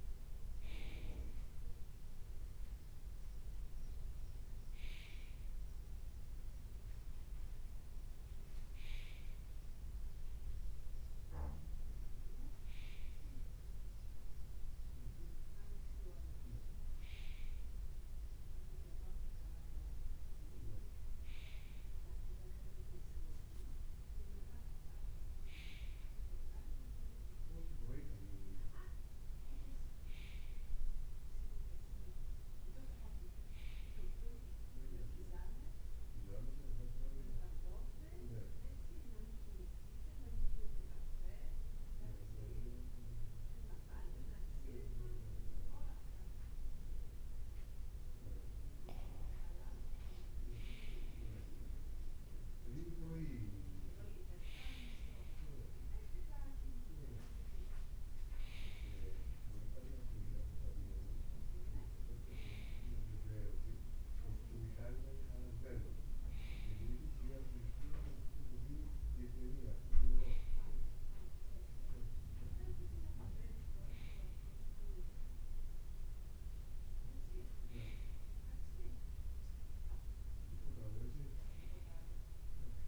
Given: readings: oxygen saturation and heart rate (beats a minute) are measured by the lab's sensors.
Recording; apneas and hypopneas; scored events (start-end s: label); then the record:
breathing in sleep by a room microphone; 1
6.00-16.00 s: leg movement (device-marked)
19.50-82.88 s: new sleep stage, N2 (light sleep)
20.50-30.50 s: leg movement (device-marked)
35.00-40.50 s: leg movement (device-marked)
35.00-48.50 s: central apnea (oxygen 97% before, 92% lowest, heart rate 64 before, 58 extreme, up 1 after)
45.50-54.50 s: leg movement (device-marked)
49.50-53.50 s: arousal
From the record:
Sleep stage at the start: N1 (lightest sleep); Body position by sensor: on the right side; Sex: male